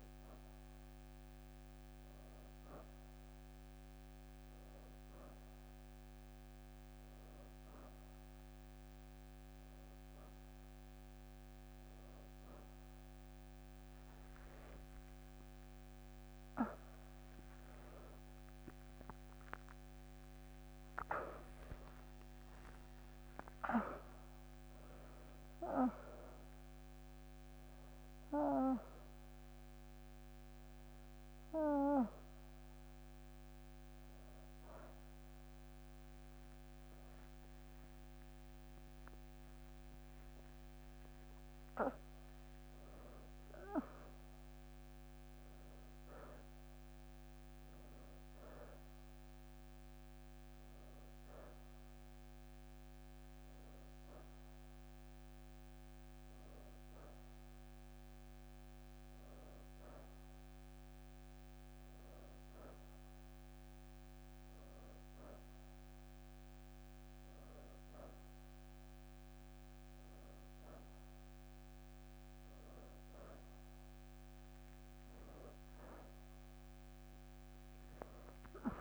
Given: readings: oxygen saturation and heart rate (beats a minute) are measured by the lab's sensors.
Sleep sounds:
a person partly awake in a sleep study, by a microphone on the trachea; none
19.50-24.50 s: leg movement (device-marked)
20.50-50.50 s: new sleep stage, awake
27.00-28.00 s: leg movement (device-marked)
30.50-31.50 s: leg movement (device-marked)
36.50-43.00 s: leg movement (device-marked)
50.50-78.81 s: new sleep stage, N1 (lightest sleep)
55.50-56.50 s: leg movement (device-marked)
56.50-57.50 s: leg movement (device-marked)
63.50-64.50 s: leg movement (device-marked)
69.00-71.50 s: leg movement (device-marked)
77.00-78.50 s: leg movement (device-marked)
From the record:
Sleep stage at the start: N1 (lightest sleep); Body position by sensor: on the right side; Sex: female

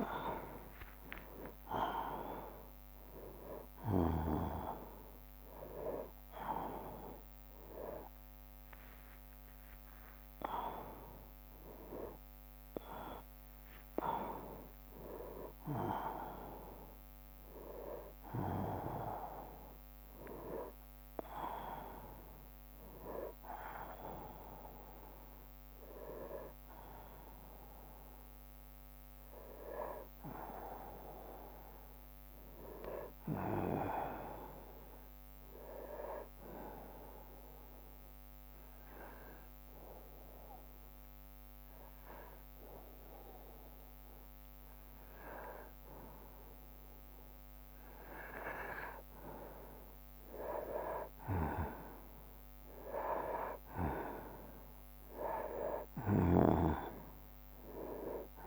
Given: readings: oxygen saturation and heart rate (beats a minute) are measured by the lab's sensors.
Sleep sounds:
a person awake in a sleep study, by a microphone on the trachea; 1
0.00-1.00 s: oxygen desaturation (device-marked, oxygen 93% lowest, heart rate 64 extreme)
0.00-1.00 s: tachycardia (device-marked, heart rate 156 extreme)
0.00-8.00 s: drop in pulse transit time (device-marked, heart rate 64 extreme)
0.50-2.50 s: long interval between heartbeats (device-marked, heart rate 76 before, 137 extreme)
2.50-4.50 s: long interval between heartbeats (device-marked, heart rate 85 before, 126 extreme)
3.00-23.00 s: oxygen desaturation (device-marked, oxygen 95% before, 92% lowest, heart rate 88 before, 64 extreme)
7.00-9.00 s: tachycardia (device-marked, heart rate 66 before, 80 extreme)
8.50-10.50 s: long interval between heartbeats (device-marked, heart rate 95 before, 80 extreme)
30.00-58.46 s: new sleep stage, N1 (lightest sleep)
36.50-48.50 s: obstructive apnea (oxygen 98% before, 93% lowest, heart rate 69 before, 61 extreme, up 5 after)
51.50-56.00 s: arousal
54.00-58.46 s: oxygen desaturation (device-marked, oxygen 96% before, 93% lowest, heart rate 65 before, 59 extreme)
From the record:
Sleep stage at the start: awake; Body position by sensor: on the right side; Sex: male

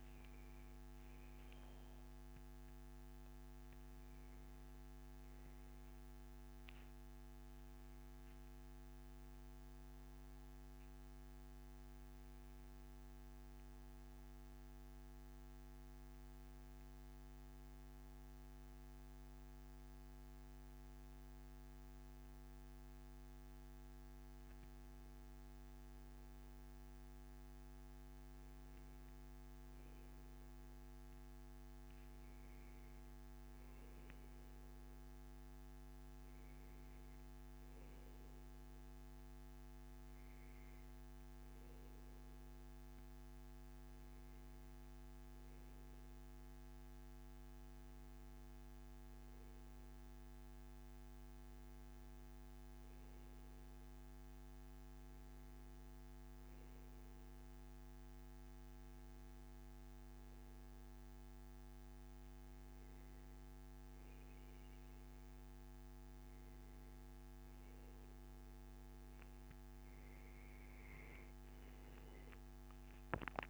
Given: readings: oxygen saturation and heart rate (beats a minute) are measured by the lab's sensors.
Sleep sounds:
a person partly awake in a sleep study, hard to hear, by a microphone on the trachea; none
6.00-73.50 s: new sleep stage, N1 (lightest sleep)
67.00-73.00 s: arousal
From the record:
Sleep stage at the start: awake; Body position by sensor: on the back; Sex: male

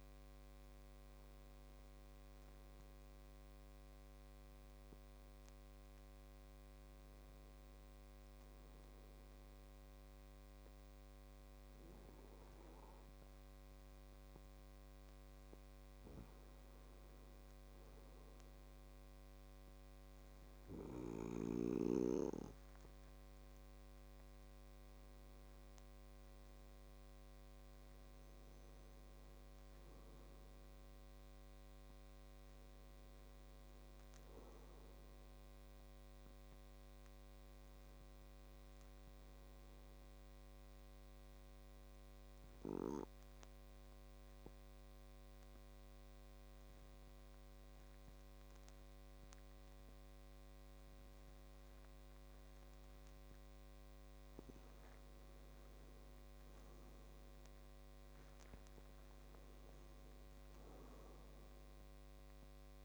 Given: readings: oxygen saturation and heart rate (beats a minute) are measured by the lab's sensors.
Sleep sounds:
breathing in sleep, hard to hear, by a microphone on the trachea; 1
38.00-54.00 s: obstructive apnea (oxygen 95% before, 91% lowest, heart rate 97 before, 62 extreme)
55.50-59.50 s: arousal
61.50-62.85 s: oxygen desaturation (device-marked, oxygen 97% before, 91% lowest, heart rate 102 before, 68 extreme)
From the record:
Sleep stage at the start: N2 (light sleep); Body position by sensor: on the back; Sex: male

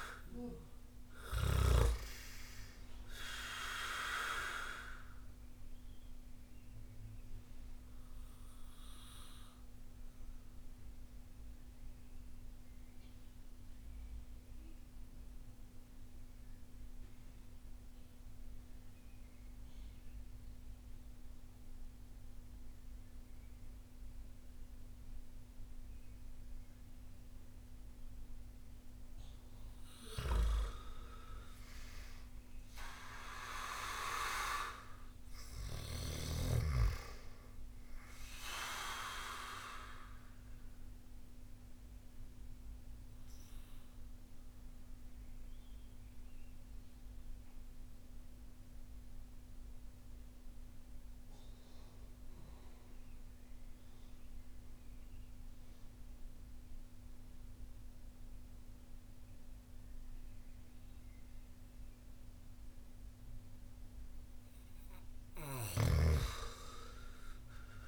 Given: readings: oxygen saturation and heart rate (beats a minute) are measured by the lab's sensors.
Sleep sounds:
breathing in sleep by a room microphone; 2
3.00-29.00 s: oxygen desaturation (device-marked, oxygen 99% before, 86% lowest)
4.00-28.50 s: obstructive apnea (oxygen 99% before, 86% lowest)
31.00-35.50 s: arousal
34.00-63.00 s: oxygen desaturation (device-marked, oxygen 98% before, 88% lowest)
41.00-63.50 s: central apnea (oxygen 98% before, 86% lowest)
66.00-67.88 s: arousal
From the record:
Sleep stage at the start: N2 (light sleep); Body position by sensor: on the back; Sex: male

